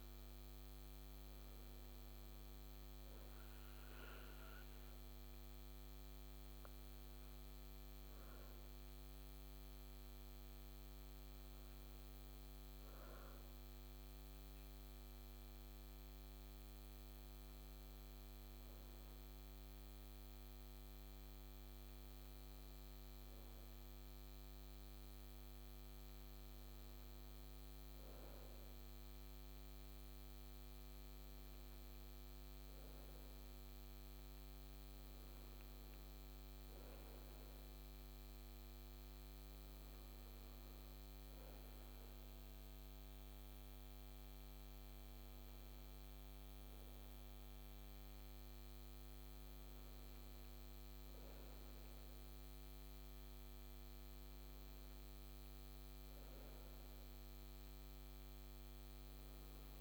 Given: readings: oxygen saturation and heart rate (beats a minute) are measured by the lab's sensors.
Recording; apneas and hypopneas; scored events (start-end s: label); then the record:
breathing in sleep, hard to hear, by a microphone on the trachea; none
8.00-13.00 s: arousal
45.50-49.50 s: arousal
From the record:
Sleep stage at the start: N2 (light sleep); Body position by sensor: on the right side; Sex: female